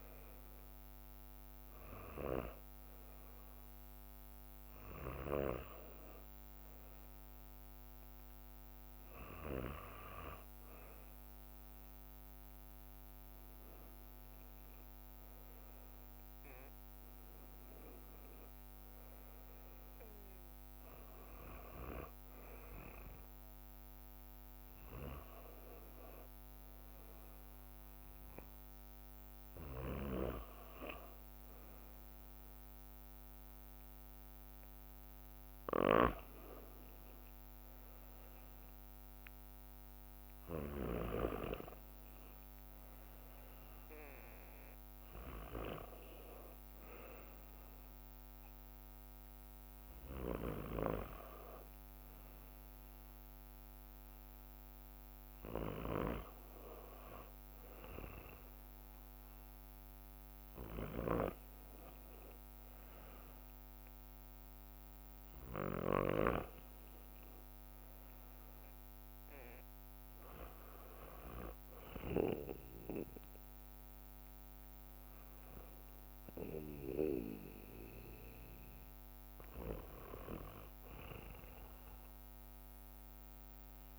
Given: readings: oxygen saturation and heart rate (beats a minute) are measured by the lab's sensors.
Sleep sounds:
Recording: breathing in sleep by a microphone on the trachea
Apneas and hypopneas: none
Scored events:
0.00-83.99 s: bradycardia (device-marked, heart rate 57 extreme)
14.50-18.00 s: arousal
From the record:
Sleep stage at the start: N2 (light sleep)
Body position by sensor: on the back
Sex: male

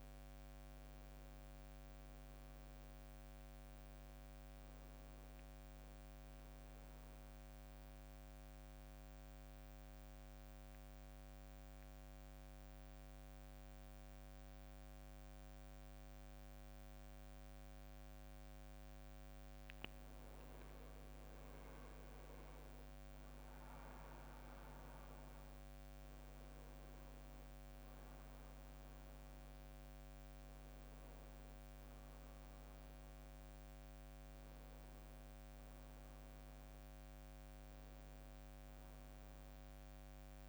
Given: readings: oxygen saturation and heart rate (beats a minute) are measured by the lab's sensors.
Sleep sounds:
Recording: breathing in sleep, hard to hear, by a microphone on the trachea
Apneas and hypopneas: 1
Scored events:
0.00-2.50 s: arousal
7.00-19.50 s: central apnea (oxygen 98% before, 94% lowest, heart rate 65 before, 55 extreme, up 13 after)
19.00-40.49 s: oxygen desaturation (device-marked, oxygen 98% before, 94% lowest, heart rate 60 before, 63 extreme)
21.00-25.50 s: arousal
From the record:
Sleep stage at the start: N2 (light sleep)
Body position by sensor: on the back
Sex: male

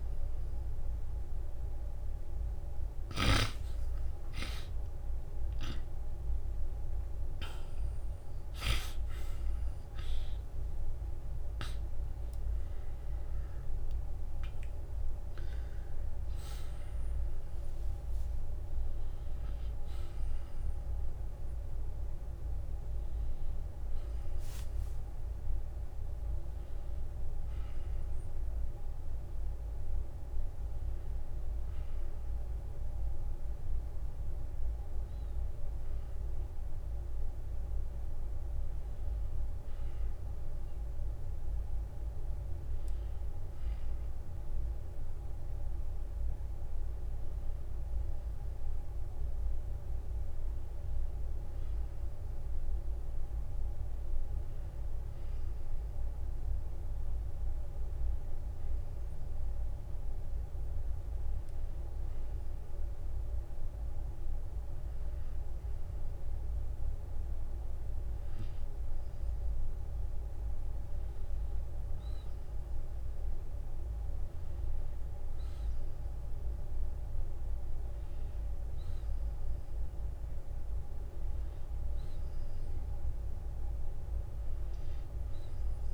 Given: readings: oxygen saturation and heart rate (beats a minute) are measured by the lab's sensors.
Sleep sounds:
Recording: a person awake in a sleep study, hard to hear, by a room microphone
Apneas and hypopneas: none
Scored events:
2.00-62.00 s: new sleep stage, awake
39.50-41.50 s: long interval between heartbeats (device-marked, heart rate 59 before, 62 extreme)
62.00-85.94 s: new sleep stage, N1 (lightest sleep)
From the record:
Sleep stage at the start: N1 (lightest sleep)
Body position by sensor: on the back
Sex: male

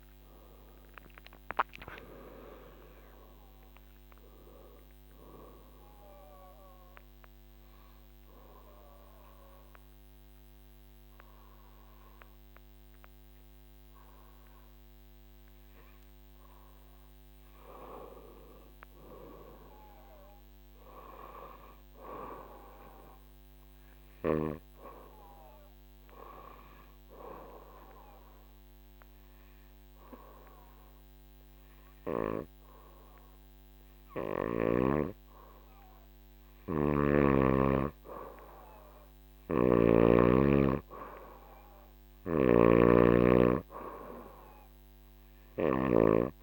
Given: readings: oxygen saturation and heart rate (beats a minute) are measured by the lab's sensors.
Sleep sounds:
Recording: breathing in sleep by a microphone on the trachea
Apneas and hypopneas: 2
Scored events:
0.00-2.50 s: arousal
7.00-17.50 s: obstructive apnea (oxygen 96% before, 92% lowest, heart rate 88 before, 70 extreme, up 3 after)
18.50-21.50 s: arousal
23.50-33.50 s: oxygen desaturation (device-marked, oxygen 97% before, 93% lowest, heart rate 84 before, 73 extreme)
27.00-37.00 s: obstructive apnea (oxygen 97% before, 91% lowest, heart rate 80 before, 73 extreme, up 2 after)
39.00-46.00 s: snoring (device-marked)
43.50-46.42 s: oxygen desaturation (device-marked, oxygen 96% before, 92% lowest, heart rate 73 before, 71 extreme)
From the record:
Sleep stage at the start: N2 (light sleep)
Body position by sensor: on the back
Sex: female

